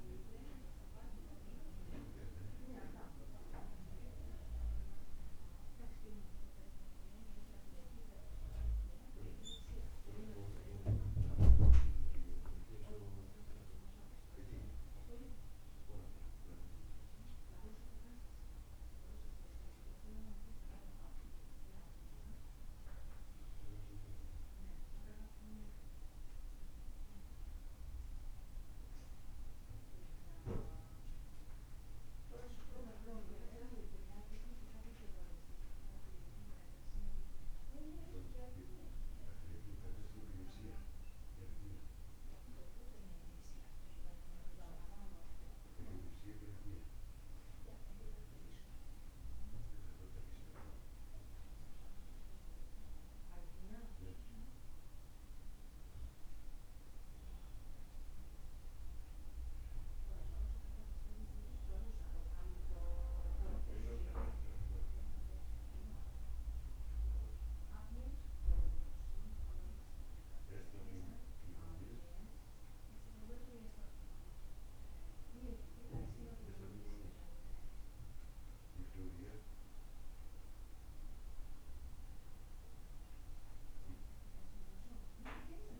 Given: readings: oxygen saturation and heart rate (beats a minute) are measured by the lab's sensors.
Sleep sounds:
breathing in sleep by a room microphone; none
none scored
From the record:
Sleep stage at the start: N2 (light sleep); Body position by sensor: on the back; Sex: male

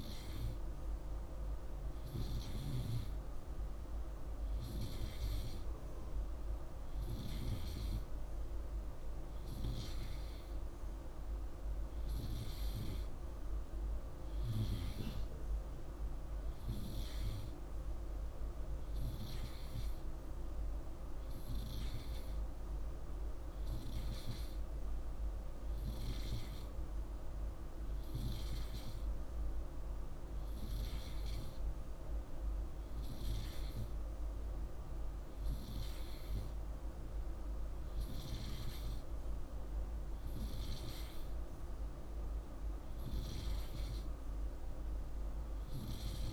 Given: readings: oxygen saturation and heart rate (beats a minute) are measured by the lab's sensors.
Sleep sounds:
breathing in sleep, hard to hear, by a room microphone; none
none scored
From the record:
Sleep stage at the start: N2 (light sleep); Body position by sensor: on the right side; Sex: male

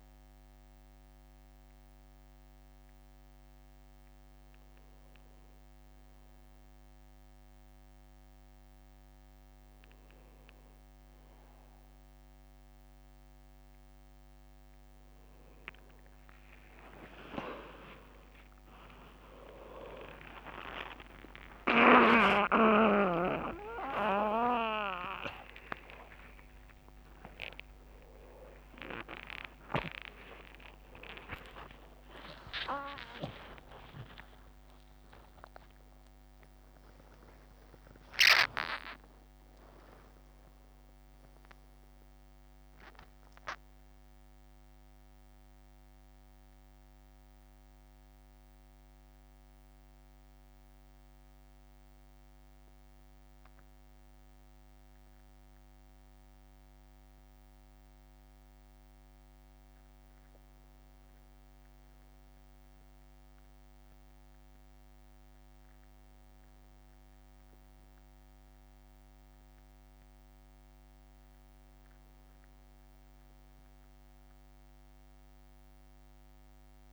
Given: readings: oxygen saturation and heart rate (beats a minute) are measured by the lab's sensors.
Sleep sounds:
a person awake in a sleep study, by a microphone on the trachea; none
21.00-76.92 s: new sleep stage, awake
24.00-26.00 s: long interval between heartbeats (device-marked)
24.00-27.00 s: tachycardia (device-marked)
28.00-30.00 s: long interval between heartbeats (device-marked)
28.00-33.00 s: tachycardia (device-marked)
30.00-32.00 s: long interval between heartbeats (device-marked, heart rate 42 before, 99 extreme)
From the record:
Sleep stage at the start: N1 (lightest sleep); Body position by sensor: on the right side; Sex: male

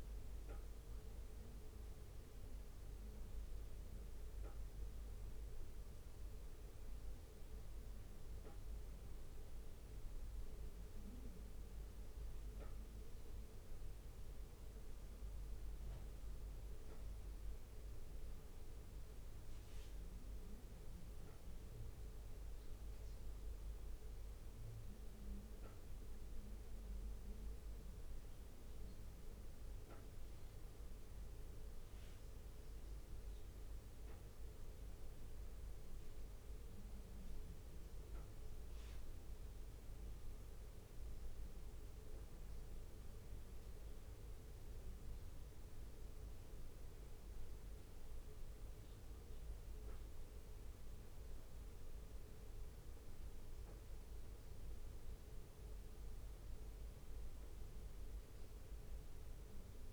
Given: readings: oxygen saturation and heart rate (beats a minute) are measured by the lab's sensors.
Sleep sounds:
breathing in sleep, hard to hear, by a room microphone; none
0.00-26.50 s: bradycardia (device-marked, heart rate 58 extreme)
35.50-38.50 s: bradycardia (device-marked, heart rate 61 before, 60 extreme)
48.50-59.93 s: new sleep stage, N2 (light sleep)
From the record:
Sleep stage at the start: N1 (lightest sleep); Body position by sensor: on the back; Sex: male

